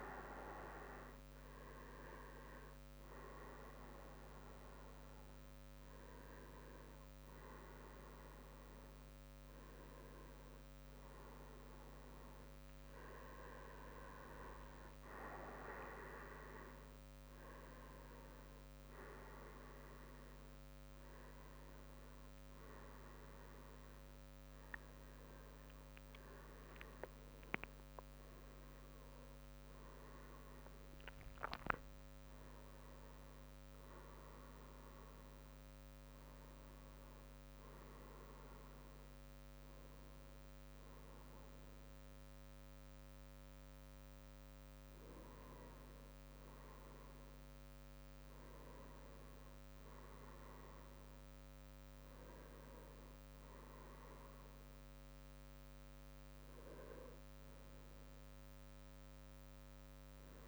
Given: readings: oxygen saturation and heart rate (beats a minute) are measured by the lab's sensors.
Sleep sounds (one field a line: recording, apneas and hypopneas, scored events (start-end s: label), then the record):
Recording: a person awake in a sleep study, by a microphone on the trachea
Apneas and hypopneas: none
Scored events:
0.00-2.50 s: leg movement (device-marked)
0.00-13.00 s: drop in pulse transit time (device-marked, heart rate 62 extreme)
0.00-15.00 s: oxygen desaturation (device-marked, oxygen 97% before, 93% lowest, heart rate 59 before, 62 extreme)
14.50-16.50 s: long interval between heartbeats (device-marked, heart rate 67 before, 78 extreme)
16.00-17.00 s: leg movement (device-marked)
47.00-60.48 s: new sleep stage, N1 (lightest sleep)
From the record:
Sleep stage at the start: awake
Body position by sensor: on the right side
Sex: male